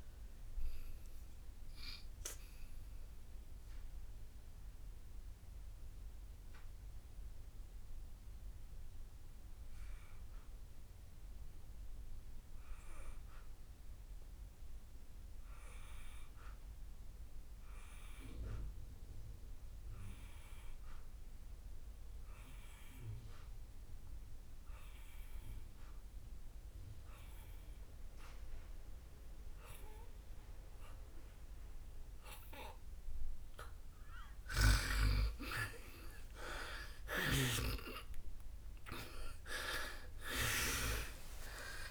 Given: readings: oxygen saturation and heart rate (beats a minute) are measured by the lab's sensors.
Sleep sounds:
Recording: breathing in sleep by a room microphone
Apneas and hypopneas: 1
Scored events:
0.00-25.50 s: oxygen desaturation (device-marked, oxygen 87% lowest, heart rate 55 extreme)
4.00-32.50 s: obstructive apnea (oxygen 98% before, 85% lowest, heart rate 68 before, 55 extreme, up 20 after)
27.50-41.91 s: oxygen desaturation (device-marked, oxygen 98% before, 85% lowest, heart rate 59 before, 56 extreme)
38.50-41.91 s: arousal
From the record:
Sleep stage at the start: N2 (light sleep)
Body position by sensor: on the back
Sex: female

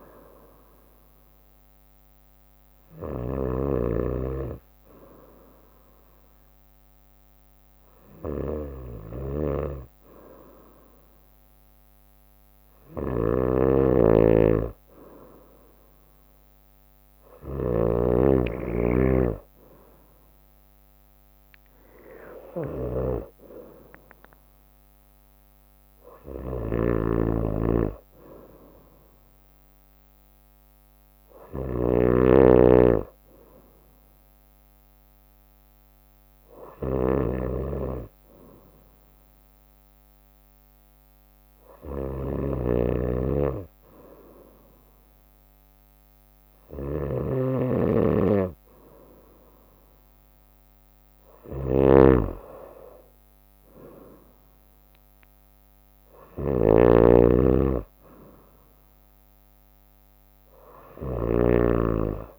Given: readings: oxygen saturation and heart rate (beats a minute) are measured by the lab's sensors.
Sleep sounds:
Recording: breathing in sleep by a microphone on the trachea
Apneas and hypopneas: 1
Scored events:
0.00-62.39 s: snoring (device-marked)
3.50-15.50 s: obstructive apnea (oxygen 94% before, 93% lowest, heart rate 66 before, 63 extreme, up 3 after)
20.50-24.00 s: arousal
From the record:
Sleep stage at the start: N2 (light sleep)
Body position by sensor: on the right side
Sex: female

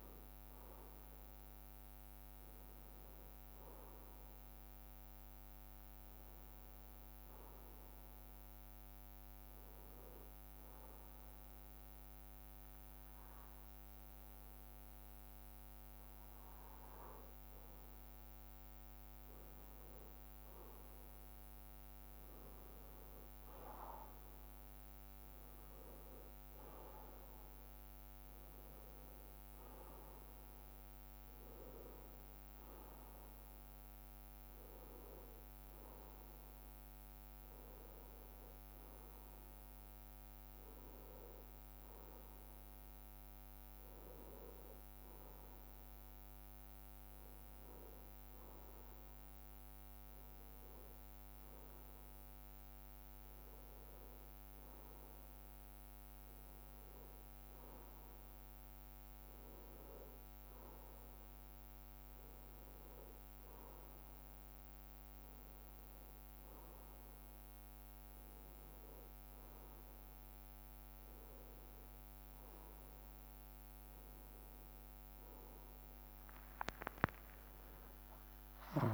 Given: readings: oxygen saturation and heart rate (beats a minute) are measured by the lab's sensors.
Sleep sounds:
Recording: breathing in sleep, hard to hear, by a microphone on the trachea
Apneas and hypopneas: 1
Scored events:
0.00-4.50 s: arousal
2.00-4.00 s: bradycardia (device-marked, heart rate 60 before, 60 extreme)
9.00-17.00 s: bradycardia (device-marked, heart rate 60 before, 57 extreme)
9.00-19.50 s: hypopnea (oxygen 96% before, 94% lowest, heart rate 60 before, 57 extreme, up 4 after)
23.00-28.00 s: arousal
25.00-42.00 s: bradycardia (device-marked, heart rate 60 before, 58 extreme)
48.00-55.00 s: bradycardia (device-marked, heart rate 60 before, 58 extreme)
62.00-64.00 s: bradycardia (device-marked, heart rate 61 before, 59 extreme)
71.00-78.94 s: new sleep stage, awake
From the record:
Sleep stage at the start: N1 (lightest sleep)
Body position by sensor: on the left side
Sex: male

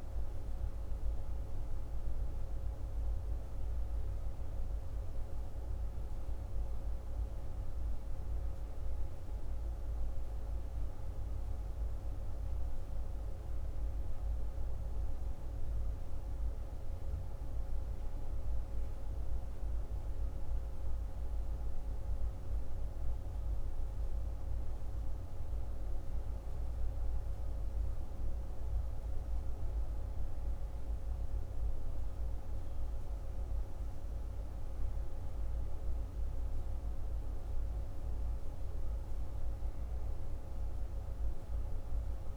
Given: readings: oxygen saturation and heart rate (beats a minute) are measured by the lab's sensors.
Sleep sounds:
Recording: breathing in sleep, hard to hear, by a room microphone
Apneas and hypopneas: none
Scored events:
none scored
From the record:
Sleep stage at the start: N1 (lightest sleep)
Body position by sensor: on the left side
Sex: male

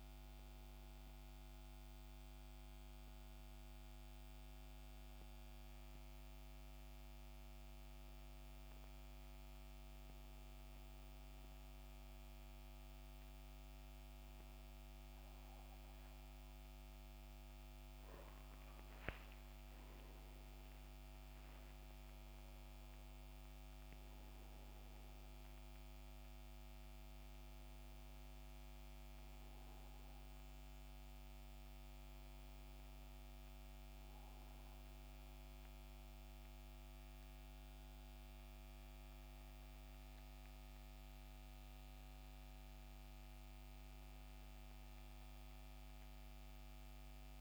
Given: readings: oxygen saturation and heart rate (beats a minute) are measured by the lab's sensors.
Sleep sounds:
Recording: breathing in sleep, hard to hear, by a microphone on the trachea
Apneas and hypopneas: none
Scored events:
45.50-47.41 s: new sleep stage, N2 (light sleep)
From the record:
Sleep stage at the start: N1 (lightest sleep)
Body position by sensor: on the back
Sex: male

